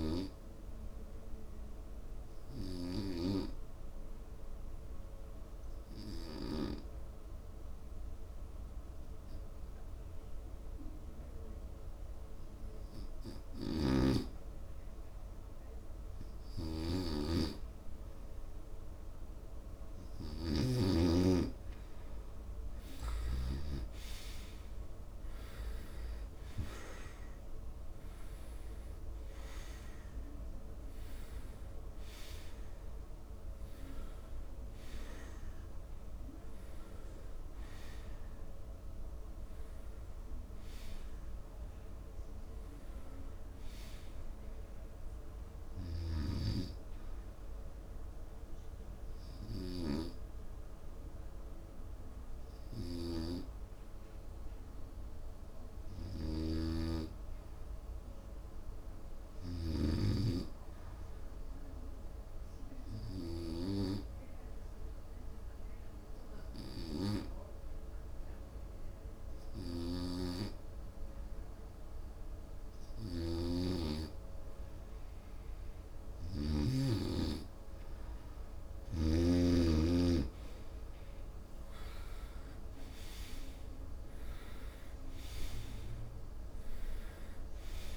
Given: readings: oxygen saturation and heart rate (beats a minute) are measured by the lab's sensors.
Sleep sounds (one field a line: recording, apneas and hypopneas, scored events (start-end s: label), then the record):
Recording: breathing in sleep by a room microphone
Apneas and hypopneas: 2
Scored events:
1.50-19.00 s: obstructive apnea (oxygen 98% before, 86% lowest, heart rate 77 before, 69 extreme, up 5 after)
10.00-28.00 s: oxygen desaturation (device-marked, oxygen 98% before, 92% lowest, heart rate 75 before, 69 extreme)
22.50-27.00 s: arousal
47.00-61.00 s: oxygen desaturation (device-marked, oxygen 92% before, 86% lowest, heart rate 85 before, 67 extreme)
62.00-75.00 s: obstructive apnea (oxygen 96% before, 89% lowest, heart rate 78 before, 70 extreme, up 11 after)
80.00-85.00 s: arousal
From the record:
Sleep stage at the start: N2 (light sleep)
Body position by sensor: on the right side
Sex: male